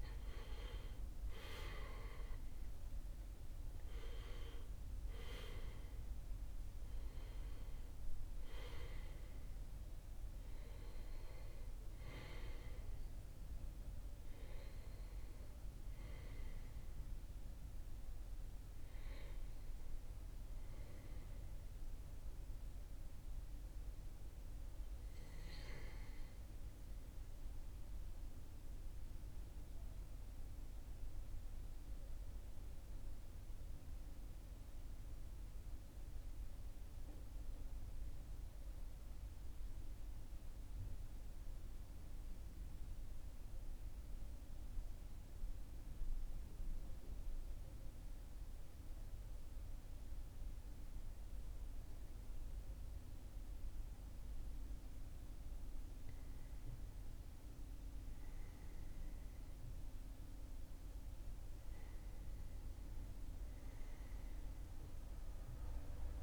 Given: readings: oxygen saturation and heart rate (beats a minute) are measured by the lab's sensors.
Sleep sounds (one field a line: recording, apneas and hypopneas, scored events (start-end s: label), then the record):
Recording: breathing in sleep by a room microphone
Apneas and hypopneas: 1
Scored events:
0.00-32.00 s: oxygen desaturation (device-marked, oxygen 82% lowest, heart rate 40 extreme)
28.00-55.00 s: mixed apnea (oxygen 93% before, 85% lowest, heart rate 46 before, 41 extreme, up 1 after)
57.50-61.50 s: arousal
From the record:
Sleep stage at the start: REM sleep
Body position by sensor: on the back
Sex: male